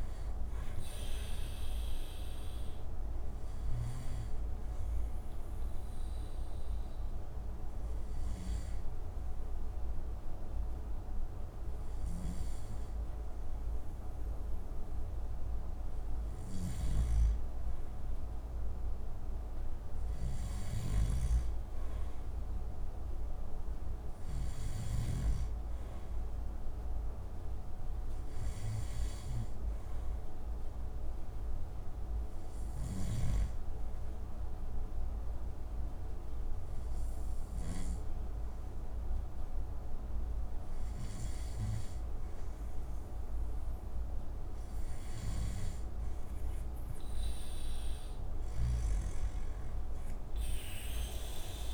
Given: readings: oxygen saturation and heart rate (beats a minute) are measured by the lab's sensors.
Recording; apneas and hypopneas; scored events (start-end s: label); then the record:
breathing in sleep, hard to hear, by a room microphone; 2
0.00-18.00 s: oxygen desaturation (device-marked, oxygen 91% lowest)
1.50-16.00 s: obstructive apnea (oxygen 96% before, 91% lowest)
19.00-22.50 s: arousal
29.00-44.00 s: oxygen desaturation (device-marked, oxygen 96% before, 92% lowest)
31.00-46.00 s: hypopnea (oxygen 96% before, 88% lowest)
47.00-50.50 s: arousal
From the record:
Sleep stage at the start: N2 (light sleep); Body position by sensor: on the back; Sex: male